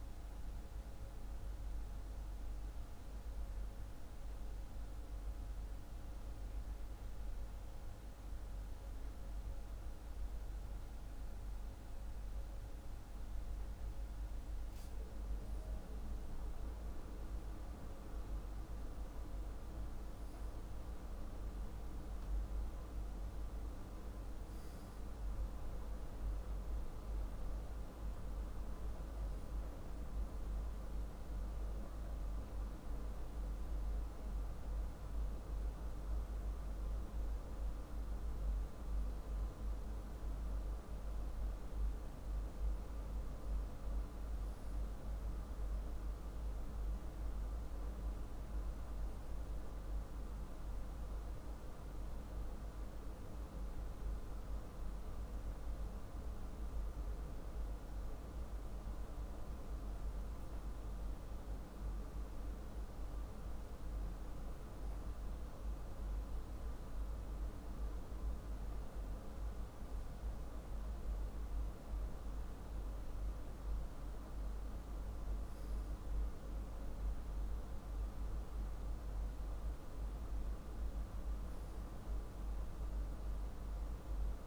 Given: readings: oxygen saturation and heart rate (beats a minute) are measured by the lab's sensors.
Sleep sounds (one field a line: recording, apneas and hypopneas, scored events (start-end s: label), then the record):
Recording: breathing in sleep, hard to hear, by a room microphone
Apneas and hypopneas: none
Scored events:
none scored
From the record:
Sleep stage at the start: N2 (light sleep)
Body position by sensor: on the back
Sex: male